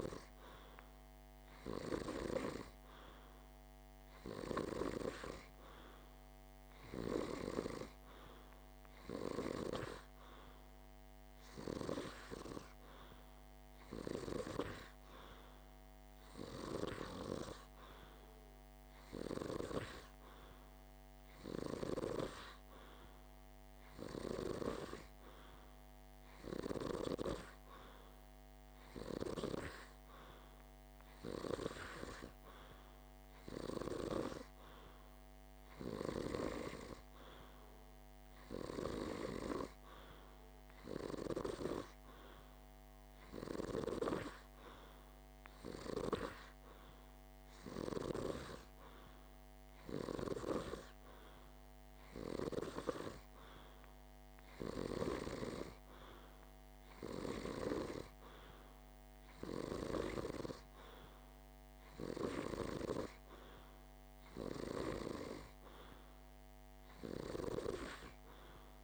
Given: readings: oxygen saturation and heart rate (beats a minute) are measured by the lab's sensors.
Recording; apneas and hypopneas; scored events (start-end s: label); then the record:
breathing in sleep by a microphone on the trachea; none
none scored
From the record:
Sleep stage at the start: N2 (light sleep); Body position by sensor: on the back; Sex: male